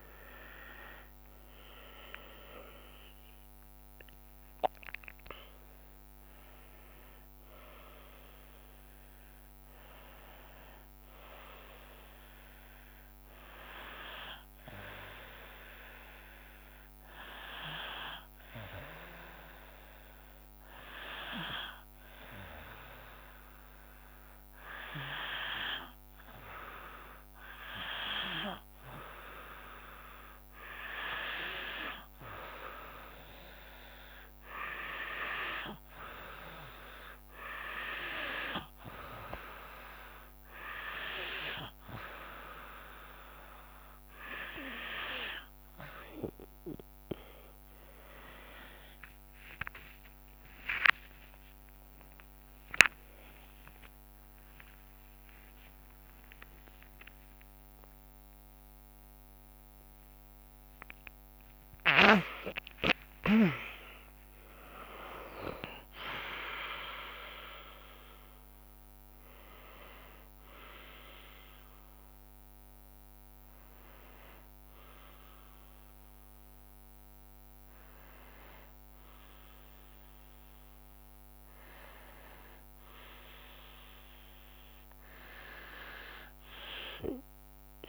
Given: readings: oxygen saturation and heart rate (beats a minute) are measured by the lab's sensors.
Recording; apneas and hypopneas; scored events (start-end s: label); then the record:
a person partly awake in a sleep study, by a microphone on the trachea; none
0.00-1.50 s: arousal
0.00-6.50 s: tachycardia (device-marked, heart rate 130 extreme)
0.50-12.50 s: drop in pulse transit time (device-marked, heart rate 72 before, 78 extreme)
29.50-39.50 s: drop in pulse transit time (device-marked, heart rate 73 before, 71 extreme)
46.50-63.50 s: tachycardia (device-marked, heart rate 77 before, 174 extreme)
52.50-76.50 s: drop in pulse transit time (device-marked, heart rate 77 before, 83 extreme)
55.50-87.89 s: new sleep stage, awake
From the record:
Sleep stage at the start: N2 (light sleep); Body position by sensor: on the back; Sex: female